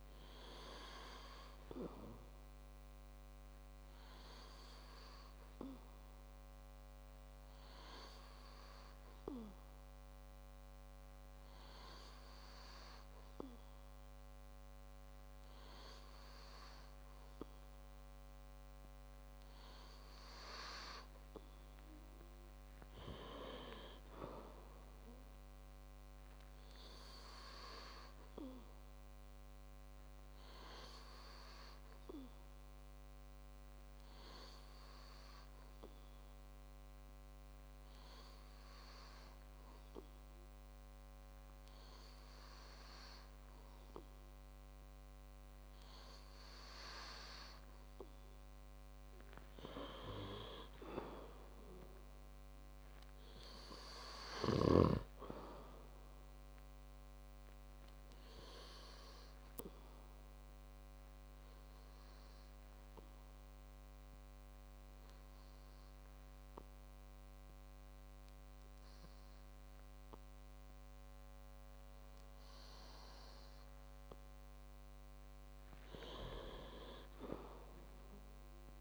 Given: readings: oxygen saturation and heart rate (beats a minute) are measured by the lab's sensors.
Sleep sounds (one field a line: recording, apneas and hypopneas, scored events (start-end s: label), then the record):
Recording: breathing in sleep by a microphone on the trachea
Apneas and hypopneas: 2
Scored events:
24.00-27.50 s: arousal
32.00-46.00 s: hypopnea (oxygen 97% before, 94% lowest, heart rate 135 before, 44 extreme, up 44 after)
50.50-54.50 s: arousal
59.50-72.50 s: hypopnea (oxygen 97% before, 94% lowest, heart rate 86 before, 59 extreme)
74.50-78.00 s: arousal
From the record:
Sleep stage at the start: N2 (light sleep)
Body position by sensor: on the back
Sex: male